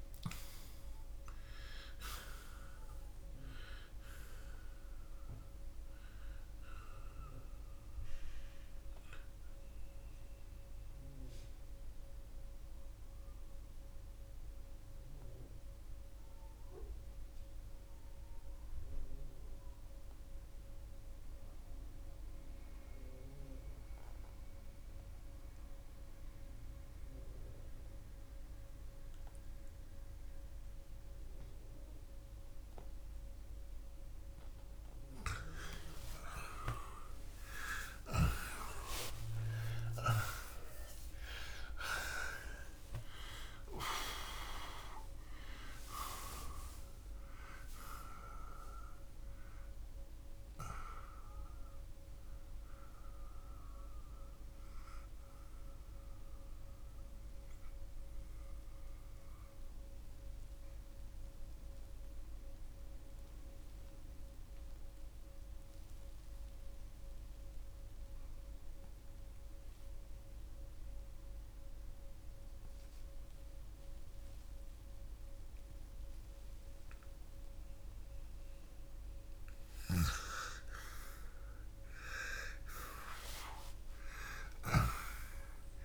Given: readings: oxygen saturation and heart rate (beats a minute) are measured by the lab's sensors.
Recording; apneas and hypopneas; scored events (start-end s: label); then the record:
breathing in sleep by a room microphone; 2
14.00-35.50 s: mixed apnea (oxygen 95% before, 85% lowest, heart rate 91 before, 66 extreme)
16.50-36.50 s: oxygen desaturation (device-marked, oxygen 93% before, 86% lowest, heart rate 87 before, 67 extreme)
37.00-42.50 s: arousal
43.50-55.50 s: oxygen desaturation (device-marked, oxygen 94% before, 91% lowest, heart rate 92 before, 59 extreme)
54.00-77.50 s: obstructive apnea (oxygen 94% before, 84% lowest, heart rate 109 before, 59 extreme, up 46 after)
65.50-82.50 s: oxygen desaturation (device-marked, oxygen 92% before, 85% lowest, heart rate 86 before, 57 extreme)
81.50-85.85 s: arousal
From the record:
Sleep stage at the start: N2 (light sleep); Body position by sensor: on the back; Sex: male